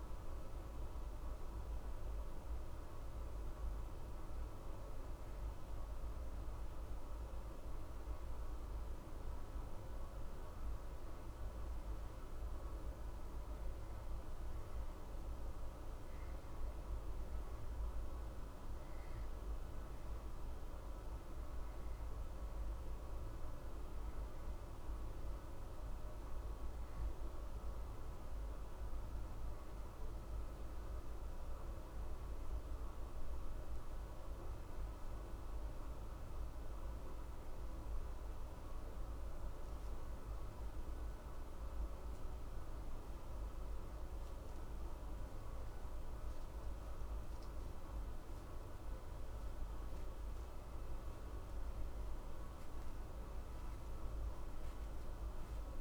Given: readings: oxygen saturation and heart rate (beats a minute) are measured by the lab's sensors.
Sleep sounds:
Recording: breathing in sleep, hard to hear, by a room microphone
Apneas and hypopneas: 1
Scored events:
14.00-18.50 s: arousal
23.50-43.50 s: hypopnea (oxygen 93% before, 89% lowest, heart rate 61 before, 61 extreme, up 0 after)
45.50-50.50 s: arousal
From the record:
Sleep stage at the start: N1 (lightest sleep)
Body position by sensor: on the back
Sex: male

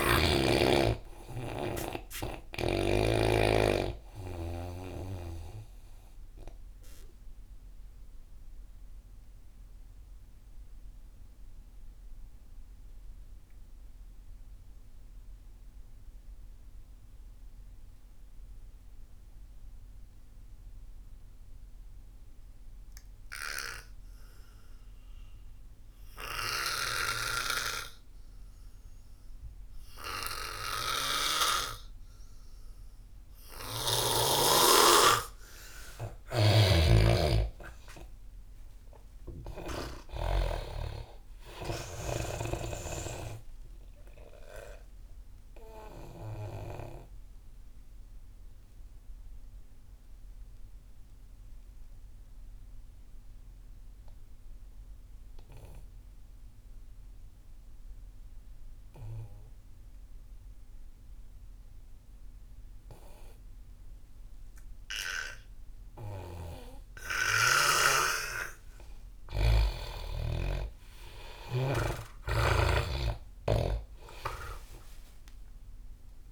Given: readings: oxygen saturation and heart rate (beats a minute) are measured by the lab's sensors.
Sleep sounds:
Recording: breathing in sleep by a room microphone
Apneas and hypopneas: 2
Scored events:
2.50-17.50 s: oxygen desaturation (device-marked, oxygen 97% before, 85% lowest)
5.50-35.00 s: obstructive apnea (oxygen 98% before, 82% lowest)
28.50-61.50 s: oxygen desaturation (device-marked, oxygen 98% before, 82% lowest)
36.50-41.50 s: arousal
37.00-41.00 s: snoring (device-marked)
43.50-67.50 s: obstructive apnea (oxygen 98% before, 82% lowest)
70.00-75.50 s: arousal
73.00-76.32 s: snoring (device-marked)
73.50-76.32 s: oxygen desaturation (device-marked, oxygen 97% before, 83% lowest)
From the record:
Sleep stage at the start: N2 (light sleep)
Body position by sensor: on the back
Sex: male

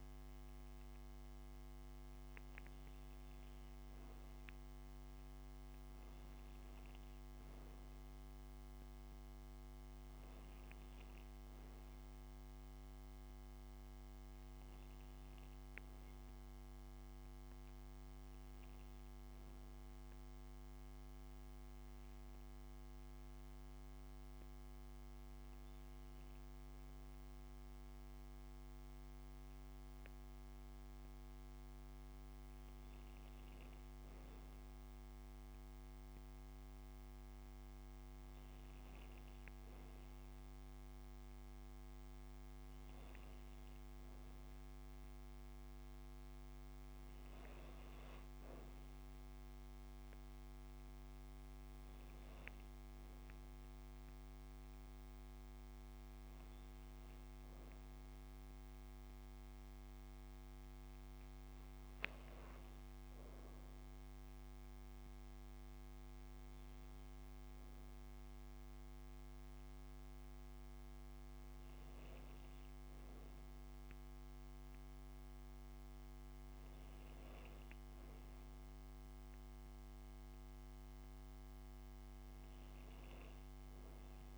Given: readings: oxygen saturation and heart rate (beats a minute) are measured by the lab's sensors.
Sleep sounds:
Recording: breathing in sleep, hard to hear, by a microphone on the trachea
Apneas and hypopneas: none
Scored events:
none scored
From the record:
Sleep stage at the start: N2 (light sleep)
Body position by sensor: on the back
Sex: female

